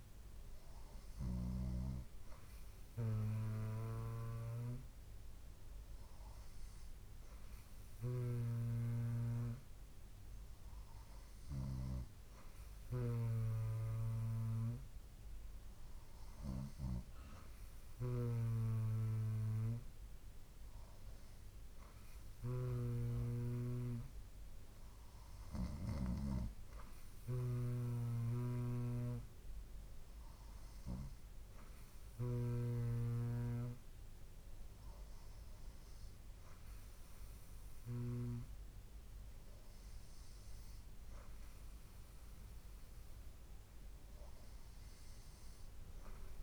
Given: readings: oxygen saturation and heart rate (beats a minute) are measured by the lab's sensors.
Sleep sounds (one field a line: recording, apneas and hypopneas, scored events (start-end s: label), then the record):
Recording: breathing in sleep by a room microphone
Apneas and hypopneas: none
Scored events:
none scored
From the record:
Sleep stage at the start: N2 (light sleep)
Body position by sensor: on the right side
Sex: female